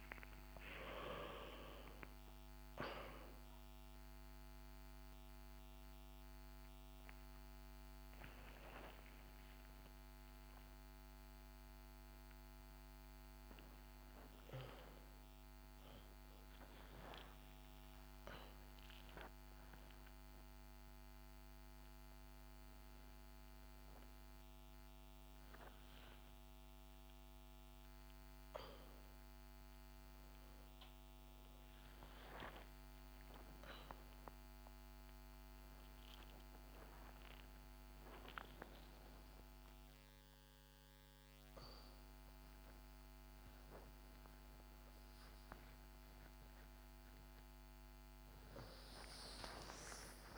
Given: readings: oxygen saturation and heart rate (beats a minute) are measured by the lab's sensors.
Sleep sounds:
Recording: a person awake in a sleep study, by a microphone on the trachea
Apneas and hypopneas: none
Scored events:
0.00-7.50 s: tachycardia (device-marked, heart rate 143 extreme)
3.00-5.00 s: long interval between heartbeats (device-marked, heart rate 85 before, 113 extreme)
7.50-9.50 s: long interval between heartbeats (device-marked, heart rate 92 before, 118 extreme)
10.50-12.50 s: long interval between heartbeats (device-marked, heart rate 98 before, 75 extreme)
15.00-17.00 s: long interval between heartbeats (device-marked, heart rate 97 before, 30 extreme)
25.00-27.00 s: long interval between heartbeats (device-marked)
31.00-33.00 s: long interval between heartbeats (device-marked, heart rate 50 before, 38 extreme)
35.00-37.00 s: long interval between heartbeats (device-marked, heart rate 44 before, 60 extreme)
41.50-43.50 s: long interval between heartbeats (device-marked)
47.50-49.50 s: long interval between heartbeats (device-marked, heart rate 40 before, 39 extreme)
From the record:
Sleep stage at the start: awake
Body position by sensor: on the right side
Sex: female

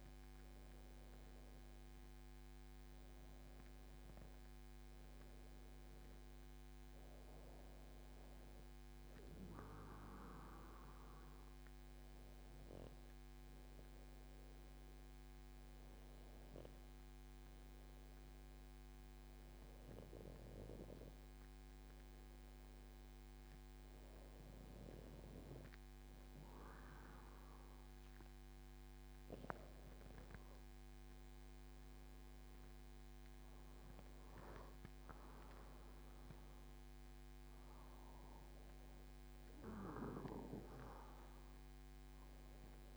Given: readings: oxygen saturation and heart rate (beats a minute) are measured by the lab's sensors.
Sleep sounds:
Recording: breathing in sleep by a microphone on the trachea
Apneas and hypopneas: 1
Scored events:
1.50-5.00 s: arousal
12.00-27.50 s: hypopnea (oxygen 97% before, 89% lowest, heart rate 79 before, 75 extreme, up 2 after)
31.00-35.50 s: arousal
From the record:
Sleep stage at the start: N2 (light sleep)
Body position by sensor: on the back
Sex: male

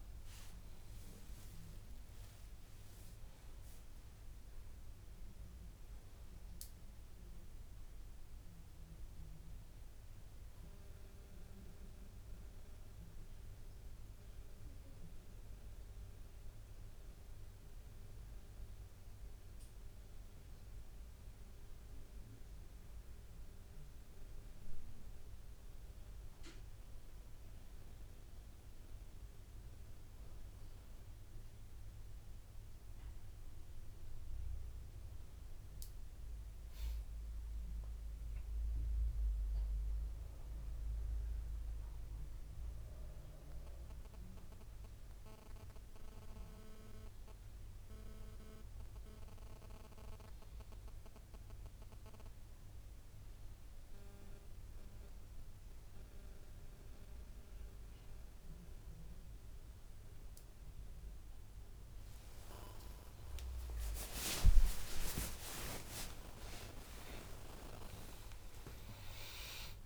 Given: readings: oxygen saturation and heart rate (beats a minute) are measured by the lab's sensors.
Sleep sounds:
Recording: breathing in sleep by a room microphone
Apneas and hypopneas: none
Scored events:
1.50-5.00 s: arousal
63.00-66.50 s: arousal
From the record:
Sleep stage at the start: N2 (light sleep)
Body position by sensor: on the back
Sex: male

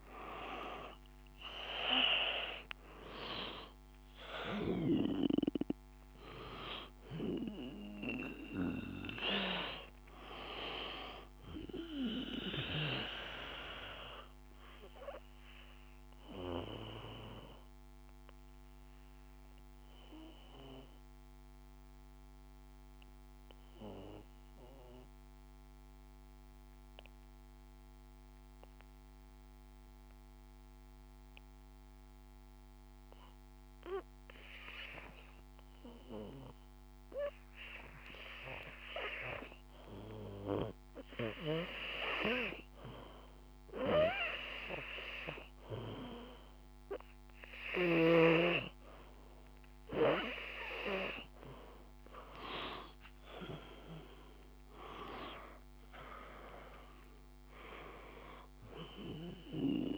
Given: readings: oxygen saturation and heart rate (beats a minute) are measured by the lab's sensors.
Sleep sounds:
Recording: breathing in sleep by a microphone on the trachea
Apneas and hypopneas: 1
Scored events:
0.00-3.00 s: arousal
7.00-30.00 s: oxygen desaturation (device-marked, oxygen 95% before, 89% lowest, heart rate 55 before, 51 extreme)
13.00-41.50 s: obstructive apnea (oxygen 96% before, 89% lowest, heart rate 55 before, 51 extreme, up 0 after)
37.00-59.97 s: oxygen desaturation (device-marked, oxygen 100% before, 89% lowest, heart rate 53 before, 51 extreme)
43.50-47.00 s: arousal
From the record:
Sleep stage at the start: N2 (light sleep)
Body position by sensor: on the back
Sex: male

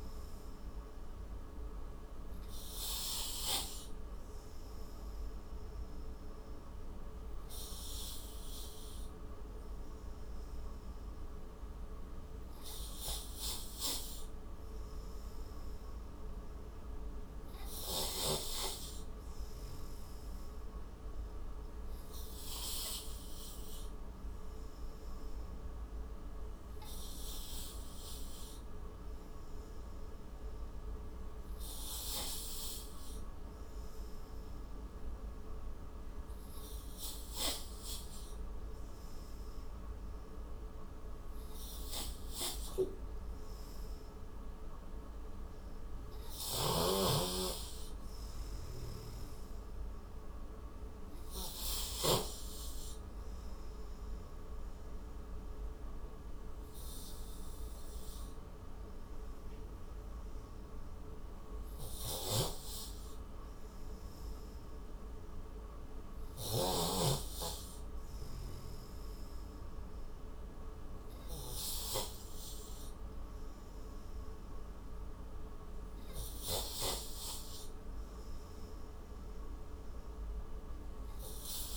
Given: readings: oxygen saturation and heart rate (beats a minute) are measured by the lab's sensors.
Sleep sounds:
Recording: breathing in sleep by a room microphone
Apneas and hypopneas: 1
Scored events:
46.50-52.00 s: snoring (device-marked)
54.00-64.00 s: obstructive apnea (oxygen 93% before, 89% lowest, heart rate 55 before, 43 extreme, up 50 after)
62.00-67.00 s: snoring (device-marked)
66.50-69.50 s: arousal
From the record:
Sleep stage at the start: N3 (deep sleep)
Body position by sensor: on the right side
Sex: male

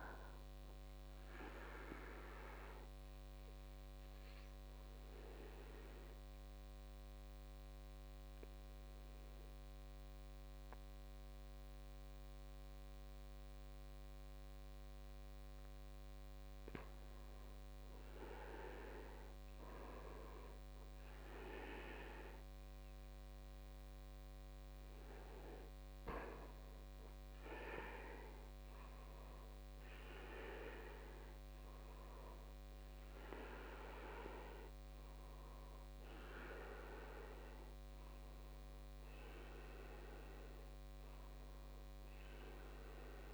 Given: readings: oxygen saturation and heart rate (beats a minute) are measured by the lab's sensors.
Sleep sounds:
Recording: breathing in sleep by a microphone on the trachea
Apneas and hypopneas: 1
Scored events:
0.00-18.50 s: oxygen desaturation (device-marked, oxygen 81% lowest, heart rate 55 extreme)
2.00-15.50 s: obstructive apnea (oxygen 98% before, 81% lowest, heart rate 65 before, 55 extreme, up 6 after)
18.50-22.50 s: arousal
33.50-43.34 s: oxygen desaturation (device-marked, oxygen 99% before, 93% lowest, heart rate 59 before, 50 extreme)
From the record:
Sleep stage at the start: N2 (light sleep)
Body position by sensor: on the back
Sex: male

